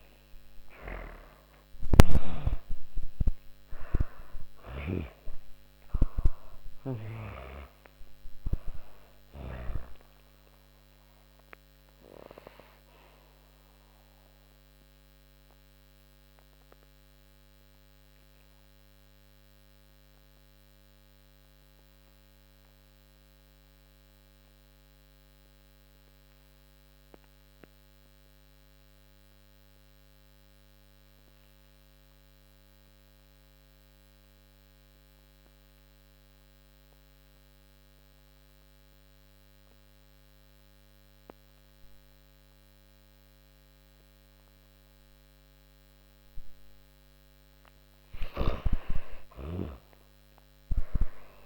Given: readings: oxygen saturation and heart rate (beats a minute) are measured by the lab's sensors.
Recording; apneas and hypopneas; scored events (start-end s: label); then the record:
breathing in sleep by a microphone on the trachea; 1
0.00-1.00 s: snoring (device-marked)
0.00-4.00 s: arousal
0.00-31.00 s: oxygen desaturation (device-marked, oxygen 78% lowest)
12.00-46.00 s: obstructive apnea (oxygen 97% before, 78% lowest)
47.50-51.46 s: arousal
48.00-51.46 s: snoring (device-marked)
49.00-51.46 s: oxygen desaturation (device-marked, oxygen 98% before, 87% lowest)
From the record:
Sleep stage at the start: N2 (light sleep); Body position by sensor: on the back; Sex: female